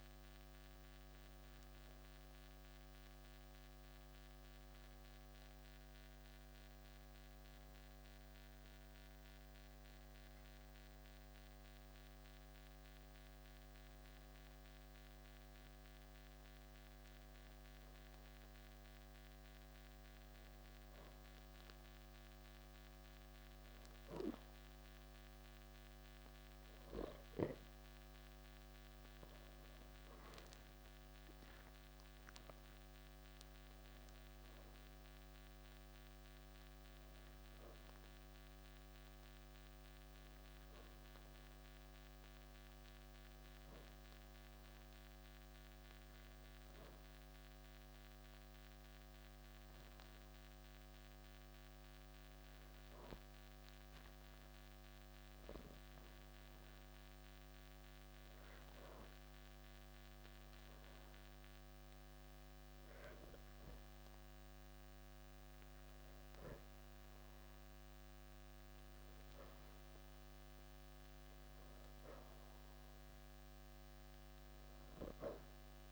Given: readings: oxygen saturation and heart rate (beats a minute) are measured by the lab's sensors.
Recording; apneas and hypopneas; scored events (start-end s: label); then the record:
breathing in sleep, hard to hear, by a microphone on the trachea; 2
6.50-16.50 s: obstructive apnea (oxygen 96% before, 92% lowest)
18.50-22.00 s: arousal
26.50-40.50 s: oxygen desaturation (device-marked, oxygen 96% before, 92% lowest)
41.50-44.50 s: arousal
48.50-62.00 s: hypopnea (oxygen 96% before, 91% lowest)
64.50-67.50 s: arousal
70.50-75.92 s: oxygen desaturation (device-marked, oxygen 96% before, 91% lowest, heart rate 33 before, 55 extreme)
From the record:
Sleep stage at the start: N2 (light sleep); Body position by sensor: on the back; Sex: male